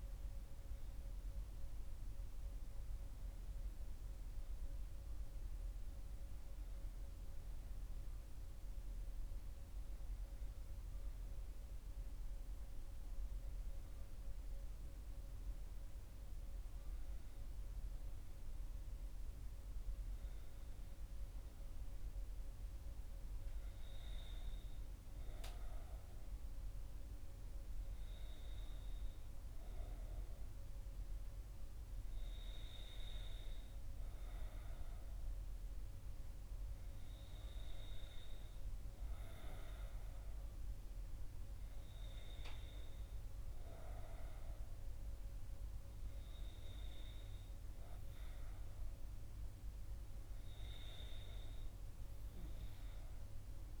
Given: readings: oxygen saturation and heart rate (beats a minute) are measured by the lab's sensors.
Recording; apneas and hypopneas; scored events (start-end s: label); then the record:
breathing in sleep, hard to hear, by a room microphone; none
0.00-13.50 s: oxygen desaturation (device-marked, oxygen 91% lowest, heart rate 60 extreme)
From the record:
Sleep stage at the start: N2 (light sleep); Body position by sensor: on the right side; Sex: female